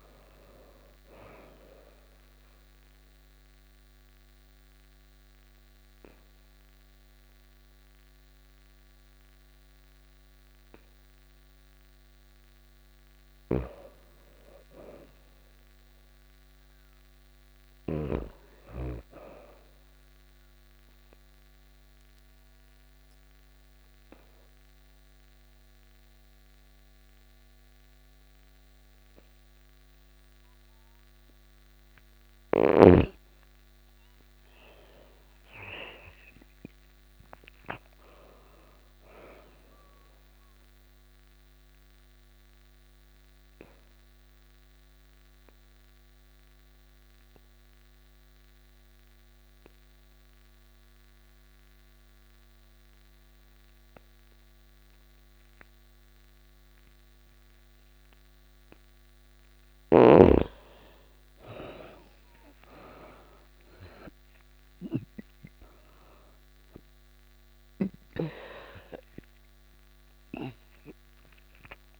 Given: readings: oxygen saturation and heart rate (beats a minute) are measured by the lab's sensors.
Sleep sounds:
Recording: breathing in sleep by a microphone on the trachea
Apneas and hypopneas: 3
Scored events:
1.00-12.00 s: obstructive apnea (oxygen 99% before, 86% lowest, heart rate 89 before, 83 extreme, up 2 after)
1.50-14.50 s: oxygen desaturation (device-marked, oxygen 99% before, 90% lowest, heart rate 90 before, 83 extreme)
12.50-17.50 s: snoring (device-marked)
13.50-16.50 s: arousal
20.00-32.50 s: obstructive apnea (oxygen 99% before, 86% lowest, heart rate 88 before, 83 extreme, up 9 after)
24.50-27.50 s: oxygen desaturation (device-marked, oxygen 98% before, 92% lowest, heart rate 85 before, 83 extreme)
33.50-37.00 s: arousal
37.50-53.50 s: oxygen desaturation (device-marked, oxygen 95% before, 88% lowest, heart rate 85 before, 86 extreme)
40.00-58.50 s: obstructive apnea (oxygen 98% before, 85% lowest, heart rate 86 before, 86 extreme, up 7 after)
61.00-65.50 s: arousal
62.50-72.00 s: oxygen desaturation (device-marked, oxygen 99% before, 86% lowest, heart rate 87 before, 85 extreme)
From the record:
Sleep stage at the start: N2 (light sleep)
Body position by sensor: on the back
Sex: female

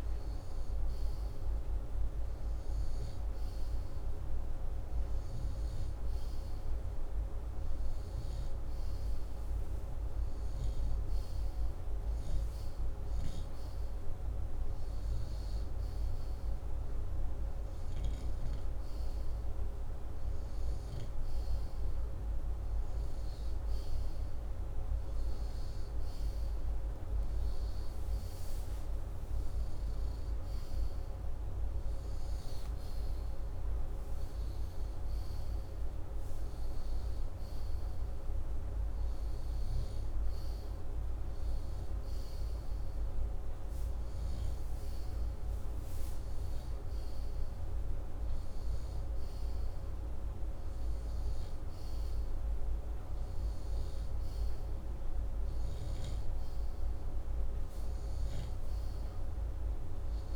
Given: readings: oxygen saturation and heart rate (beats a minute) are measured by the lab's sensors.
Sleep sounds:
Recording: breathing in sleep, hard to hear, by a room microphone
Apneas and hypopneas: none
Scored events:
none scored
From the record:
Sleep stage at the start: N2 (light sleep)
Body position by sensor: upright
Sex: male

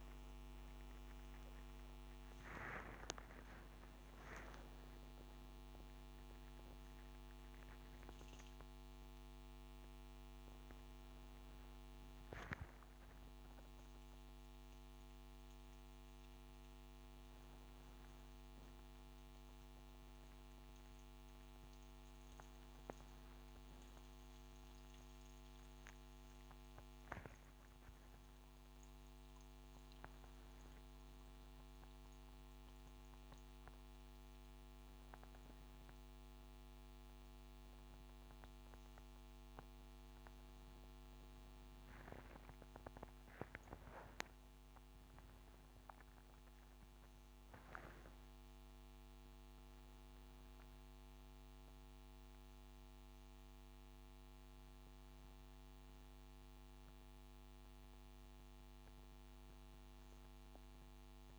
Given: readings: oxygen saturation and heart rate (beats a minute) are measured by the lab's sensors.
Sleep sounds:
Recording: a person awake in a sleep study, by a microphone on the trachea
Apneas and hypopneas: none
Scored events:
none scored
From the record:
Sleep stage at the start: awake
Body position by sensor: upright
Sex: male

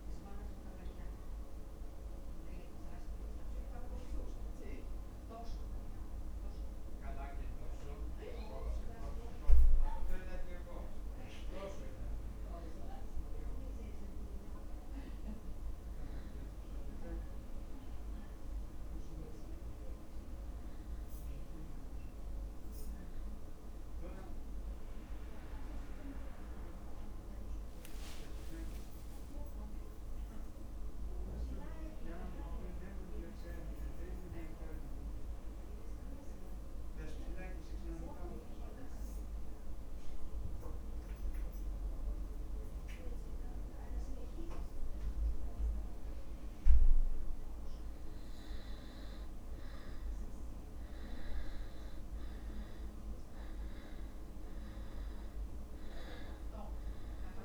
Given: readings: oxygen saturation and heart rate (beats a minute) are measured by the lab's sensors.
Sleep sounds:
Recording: breathing in sleep by a room microphone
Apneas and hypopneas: 2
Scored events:
0.00-10.50 s: drop in pulse transit time (device-marked, heart rate 50 extreme)
3.00-15.50 s: hypopnea (oxygen 96% before, 93% lowest, heart rate 70 before, 50 extreme, up 2 after)
23.50-28.00 s: arousal
38.00-48.50 s: obstructive apnea (oxygen 99% before, 93% lowest, heart rate 51 before, 48 extreme, up 1 after)
51.00-55.50 s: arousal
51.50-57.45 s: new sleep stage, N2 (light sleep)
From the record:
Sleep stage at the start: N1 (lightest sleep)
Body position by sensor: on the back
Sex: male

